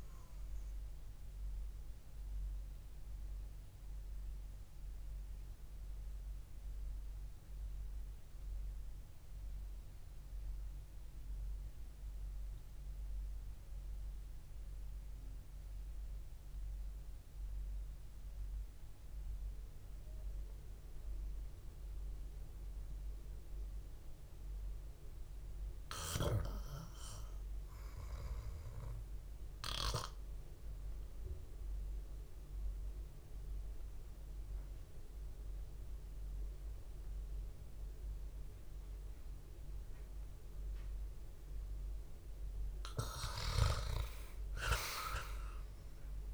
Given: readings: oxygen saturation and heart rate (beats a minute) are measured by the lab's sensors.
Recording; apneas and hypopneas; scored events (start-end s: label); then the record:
breathing in sleep by a room microphone; 1
1.50-41.00 s: obstructive apnea (oxygen 98% before, 90% lowest, heart rate 60 before, 56 extreme, up 2 after)
5.00-12.00 s: oxygen desaturation (device-marked, oxygen 97% before, 92% lowest, heart rate 61 before, 59 extreme)
31.00-46.34 s: oxygen desaturation (device-marked, oxygen 98% before, 90% lowest, heart rate 67 before, 56 extreme)
45.00-46.34 s: arousal
From the record:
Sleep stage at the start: REM sleep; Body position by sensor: on the back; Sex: male